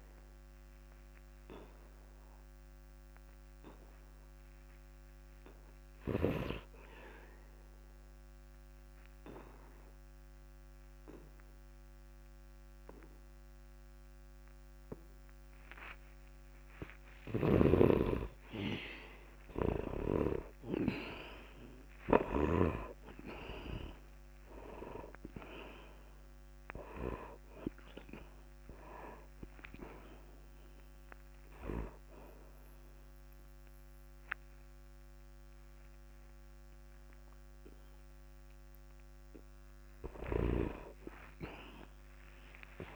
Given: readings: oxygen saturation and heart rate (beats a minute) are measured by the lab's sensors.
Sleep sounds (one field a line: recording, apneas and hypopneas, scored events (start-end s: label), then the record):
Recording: breathing in sleep by a microphone on the trachea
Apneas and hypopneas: 1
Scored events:
0.00-1.00 s: arousal
2.50-16.50 s: oxygen desaturation (device-marked, oxygen 97% before, 92% lowest, heart rate 65 before, 66 extreme)
6.50-17.00 s: hypopnea (oxygen 97% before, 90% lowest, heart rate 65 before, 66 extreme, up 38 after)
16.50-18.50 s: long interval between heartbeats (device-marked, heart rate 66 before, 75 extreme)
19.00-22.50 s: arousal
19.50-21.50 s: long interval between heartbeats (device-marked, heart rate 68 before, 103 extreme)
28.50-40.50 s: oxygen desaturation (device-marked, oxygen 97% before, 90% lowest, heart rate 78 before, 63 extreme)
41.50-42.95 s: arousal
From the record:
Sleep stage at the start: N2 (light sleep)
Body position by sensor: on the back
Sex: male